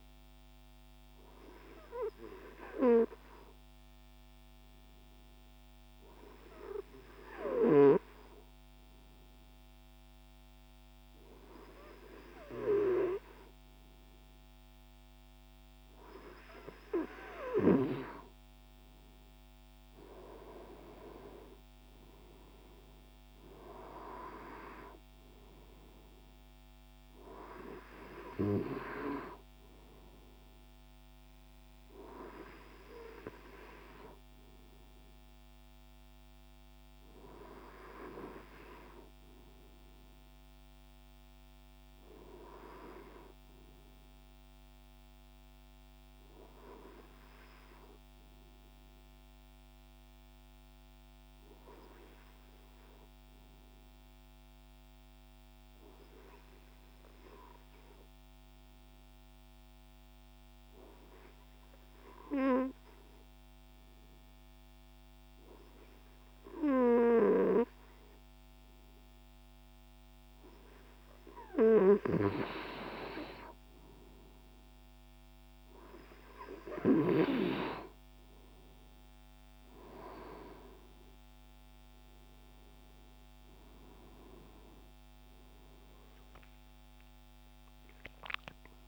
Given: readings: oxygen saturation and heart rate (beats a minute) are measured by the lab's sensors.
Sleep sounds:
breathing in sleep by a microphone on the trachea; 2
1.00-17.00 s: obstructive apnea (oxygen 97% before, 94% lowest, heart rate 72 before, 72 extreme, up 4 after)
19.50-23.00 s: arousal
46.00-71.00 s: obstructive apnea (oxygen 97% before, 94% lowest, heart rate 74 before, 71 extreme, up 0 after)
85.50-88.88 s: arousal
From the record:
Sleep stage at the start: N2 (light sleep); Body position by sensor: on the right side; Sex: male

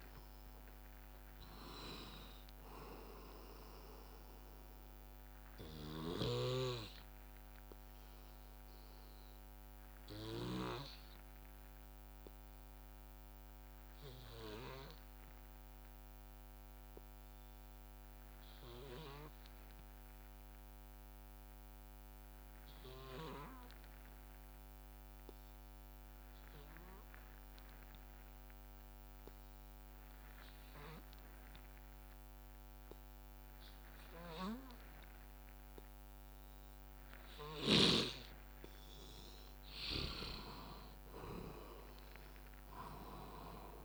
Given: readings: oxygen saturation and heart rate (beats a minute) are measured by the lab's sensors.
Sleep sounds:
breathing in sleep by a microphone on the trachea; 1
0.00-1.00 s: arousal
0.00-7.00 s: drop in pulse transit time (device-marked, heart rate 63 extreme)
0.00-14.00 s: oxygen desaturation (device-marked, oxygen 90% lowest, heart rate 55 extreme)
6.00-13.00 s: bradycardia (device-marked, heart rate 64 before, 55 extreme)
7.00-37.50 s: obstructive apnea (oxygen 98% before, 88% lowest, heart rate 66 before, 54 extreme, up 10 after)
30.00-43.85 s: oxygen desaturation (device-marked, oxygen 98% before, 88% lowest, heart rate 60 before, 54 extreme)
39.50-43.00 s: arousal
From the record:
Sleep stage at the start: N2 (light sleep); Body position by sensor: on the back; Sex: male

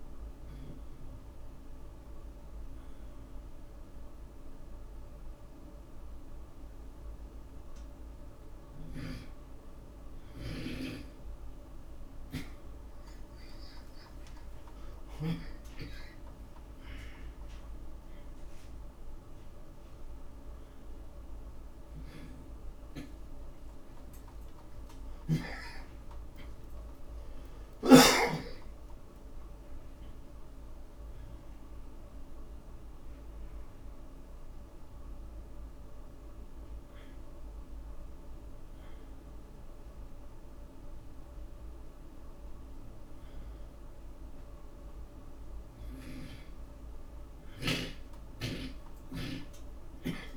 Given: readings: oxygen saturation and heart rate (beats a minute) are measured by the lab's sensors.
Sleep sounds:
a person awake in a sleep study, by a room microphone; none
12.50-31.50 s: oxygen desaturation (device-marked, oxygen 97% before, 90% lowest, heart rate 76 before, 46 extreme)
25.00-28.50 s: snoring (device-marked)
48.50-50.37 s: snoring (device-marked)
From the record:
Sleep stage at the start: awake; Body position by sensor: on the back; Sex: male

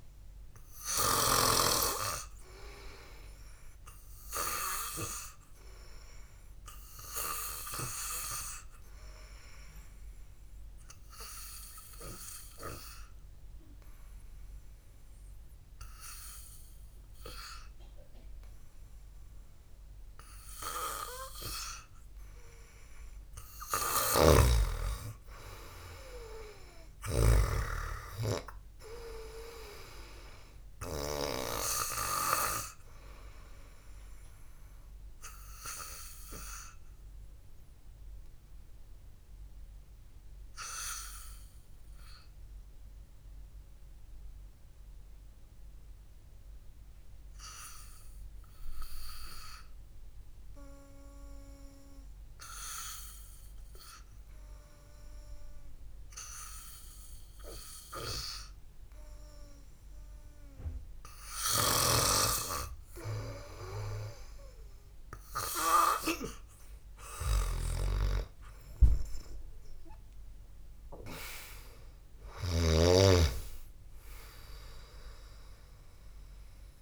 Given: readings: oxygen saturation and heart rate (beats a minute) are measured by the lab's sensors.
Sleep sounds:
breathing in sleep by a room microphone; 2
0.00-2.00 s: snoring (device-marked)
8.00-23.00 s: obstructive apnea (oxygen 97% before, 92% lowest, heart rate 59 before, 53 extreme, up 7 after)
24.00-27.50 s: snoring (device-marked)
25.50-28.50 s: arousal
25.50-33.50 s: oxygen desaturation (device-marked, oxygen 95% before, 92% lowest, heart rate 55 before, 57 extreme)
36.00-51.00 s: obstructive apnea (oxygen 96% before, 93% lowest, heart rate 56 before, 53 extreme, up 1 after)
53.00-56.00 s: arousal
62.00-73.00 s: snoring (device-marked)
74.00-76.82 s: arousal
From the record:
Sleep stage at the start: N2 (light sleep); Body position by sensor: on the back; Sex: male

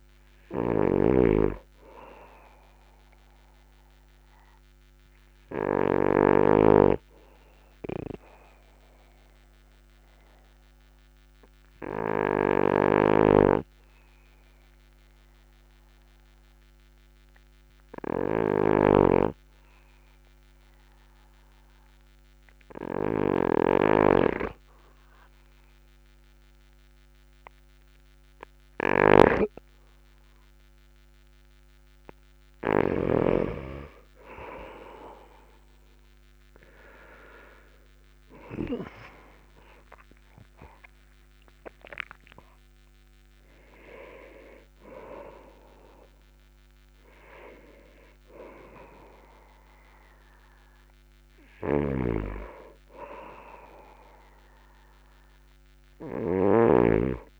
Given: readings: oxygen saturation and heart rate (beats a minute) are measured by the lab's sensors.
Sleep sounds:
breathing in sleep by a microphone on the trachea; 1
0.00-1.50 s: snoring (device-marked)
5.00-32.50 s: obstructive apnea (oxygen 99% before, 95% lowest, heart rate 49 before, 41 extreme, up 5 after)
13.50-19.50 s: snoring (device-marked)
36.50-41.50 s: arousal
From the record:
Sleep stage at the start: N2 (light sleep); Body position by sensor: on the back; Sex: male

